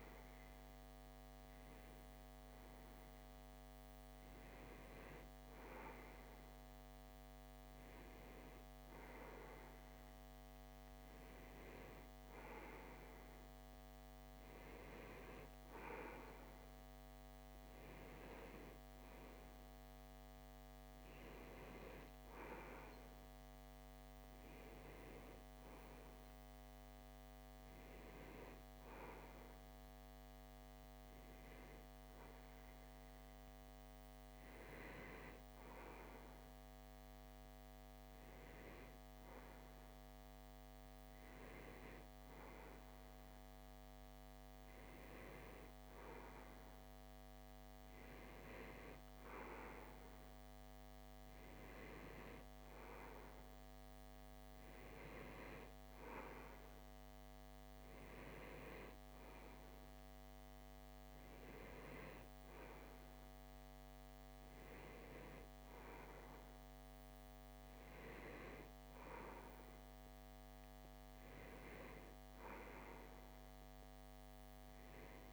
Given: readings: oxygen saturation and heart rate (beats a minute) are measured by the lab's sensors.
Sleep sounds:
breathing in sleep by a microphone on the trachea; none
none scored
From the record:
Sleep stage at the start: REM sleep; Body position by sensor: on the left side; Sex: male

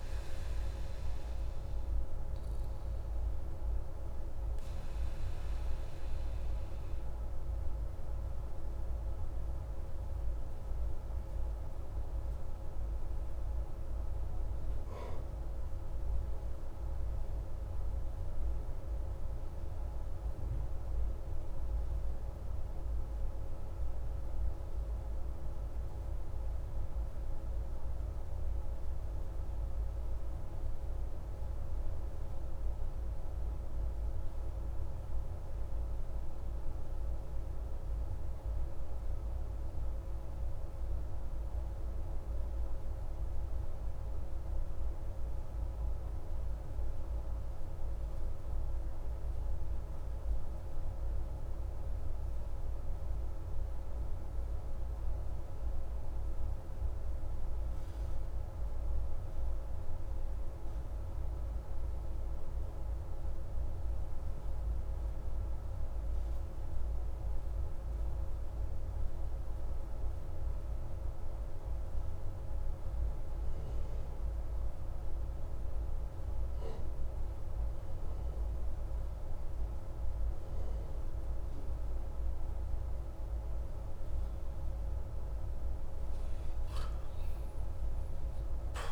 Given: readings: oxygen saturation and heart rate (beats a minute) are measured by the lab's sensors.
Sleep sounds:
breathing in sleep, hard to hear, by a room microphone; 1
0.00-19.00 s: oxygen desaturation (device-marked, oxygen 93% lowest, heart rate 25 extreme)
4.50-84.00 s: obstructive apnea (oxygen 98% before, 88% lowest)
45.00-88.92 s: new sleep stage, REM sleep
82.00-88.92 s: oxygen desaturation (device-marked, oxygen 94% before, 88% lowest)
87.00-88.92 s: arousal
From the record:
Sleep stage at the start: N2 (light sleep); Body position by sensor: on the back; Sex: male

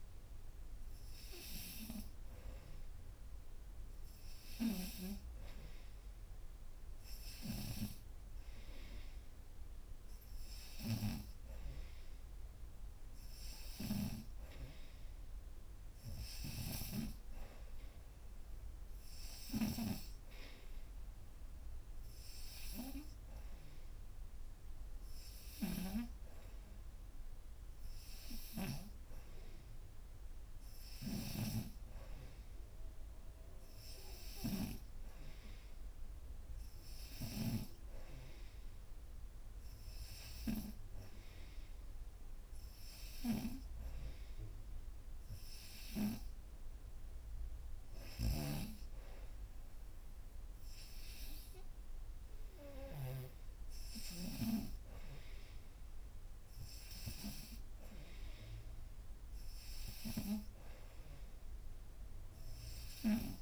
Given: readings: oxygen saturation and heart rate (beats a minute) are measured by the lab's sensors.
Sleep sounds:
breathing in sleep by a room microphone; none
none scored
From the record:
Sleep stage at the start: N3 (deep sleep); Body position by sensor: upright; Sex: female

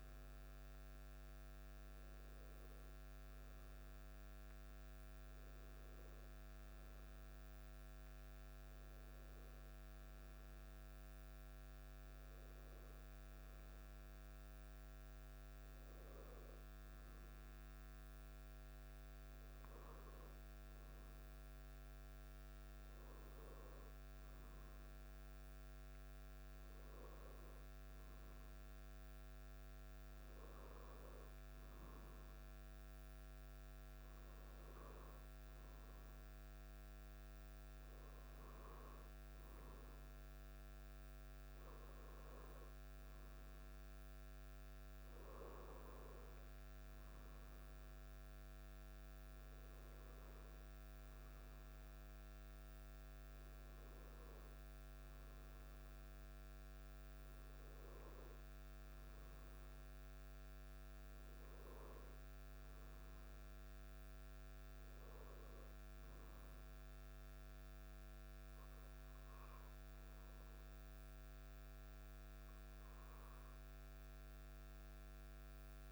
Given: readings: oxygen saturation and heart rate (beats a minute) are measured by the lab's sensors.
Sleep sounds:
breathing in sleep, hard to hear, by a microphone on the trachea; none
none scored
From the record:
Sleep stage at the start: N1 (lightest sleep); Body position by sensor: on the back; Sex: male

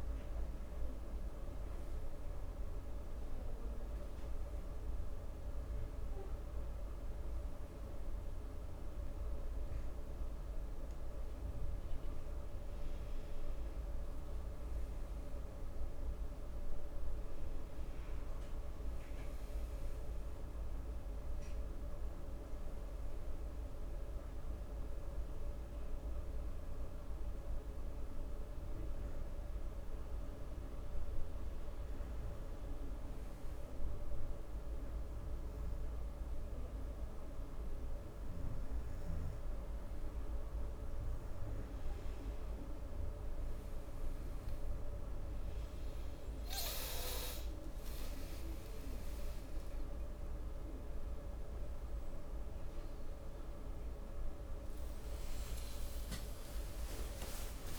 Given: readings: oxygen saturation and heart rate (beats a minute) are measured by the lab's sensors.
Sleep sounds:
breathing in sleep, hard to hear, by a room microphone; 1
11.50-15.50 s: arousal
19.50-32.00 s: obstructive apnea (oxygen 95% before, 93% lowest, heart rate 67 before, 65 extreme, up 1 after)
34.00-37.00 s: arousal
From the record:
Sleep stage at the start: N2 (light sleep); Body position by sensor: on the back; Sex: male

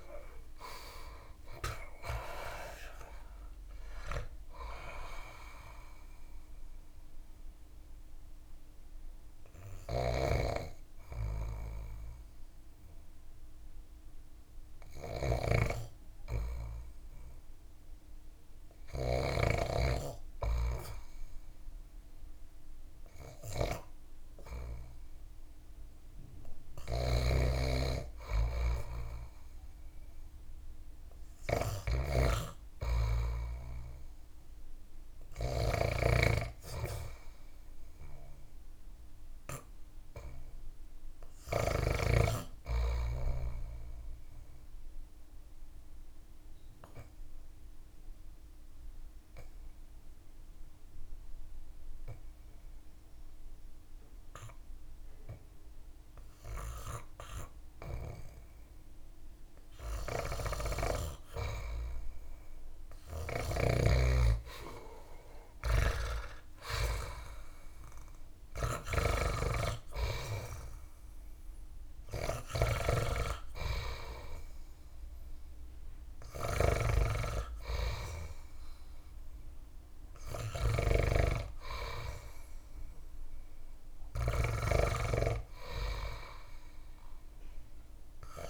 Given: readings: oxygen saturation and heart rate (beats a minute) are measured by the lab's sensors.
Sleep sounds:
breathing in sleep by a room microphone; 2
0.00-30.50 s: oxygen desaturation (device-marked, oxygen 81% lowest)
5.00-23.50 s: hypopnea (oxygen 98% before, 81% lowest)
9.00-18.50 s: snoring (device-marked)
26.00-41.00 s: snoring (device-marked)
26.50-30.50 s: arousal
43.50-61.00 s: obstructive apnea (oxygen 99% before, 89% lowest)
62.00-66.50 s: arousal
62.50-84.00 s: snoring (device-marked)
68.50-88.50 s: oxygen desaturation (device-marked, oxygen 97% before, 89% lowest)
From the record:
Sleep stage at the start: REM sleep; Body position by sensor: on the back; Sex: male

